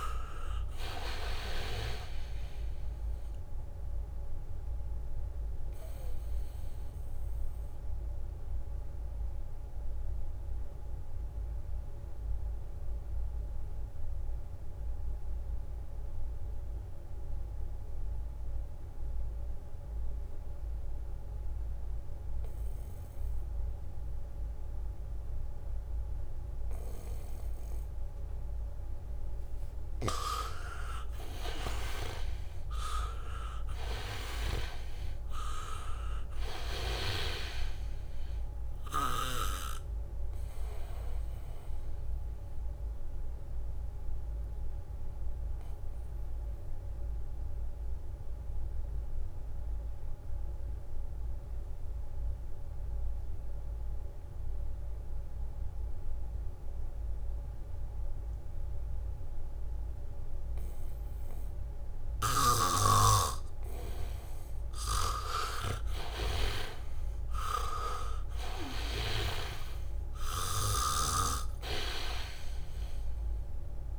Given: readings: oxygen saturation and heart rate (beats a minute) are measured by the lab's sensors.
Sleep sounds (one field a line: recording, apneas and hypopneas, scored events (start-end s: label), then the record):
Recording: breathing in sleep by a room microphone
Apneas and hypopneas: 2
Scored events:
0.00-21.00 s: oxygen desaturation (device-marked, oxygen 82% lowest, heart rate 71 extreme)
6.00-28.00 s: obstructive apnea (oxygen 99% before, 79% lowest, heart rate 74 before, 71 extreme, up 2 after)
23.00-52.00 s: oxygen desaturation (device-marked, oxygen 99% before, 79% lowest, heart rate 75 before, 68 extreme)
31.00-33.50 s: arousal
41.50-62.50 s: obstructive apnea (oxygen 99% before, 79% lowest, heart rate 73 before, 68 extreme, up 1 after)
62.50-70.00 s: snoring (device-marked)
64.00-73.99 s: oxygen desaturation (device-marked, oxygen 99% before, 82% lowest, heart rate 76 before, 71 extreme)
66.50-69.50 s: arousal
From the record:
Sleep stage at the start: N2 (light sleep)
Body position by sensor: on the back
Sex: male